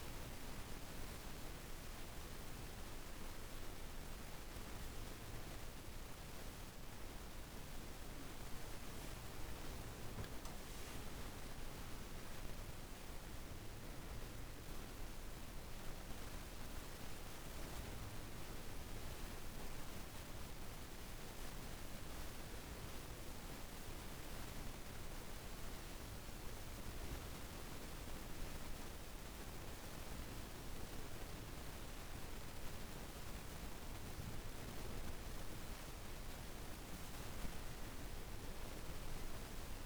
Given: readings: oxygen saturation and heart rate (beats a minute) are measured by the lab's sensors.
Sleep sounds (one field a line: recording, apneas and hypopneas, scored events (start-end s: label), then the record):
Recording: a person awake in a sleep study, hard to hear, by a room microphone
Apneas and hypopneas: none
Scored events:
3.50-33.50 s: new sleep stage, awake
33.50-39.86 s: new sleep stage, N1 (lightest sleep)
From the record:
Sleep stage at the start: N1 (lightest sleep)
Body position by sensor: on the back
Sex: female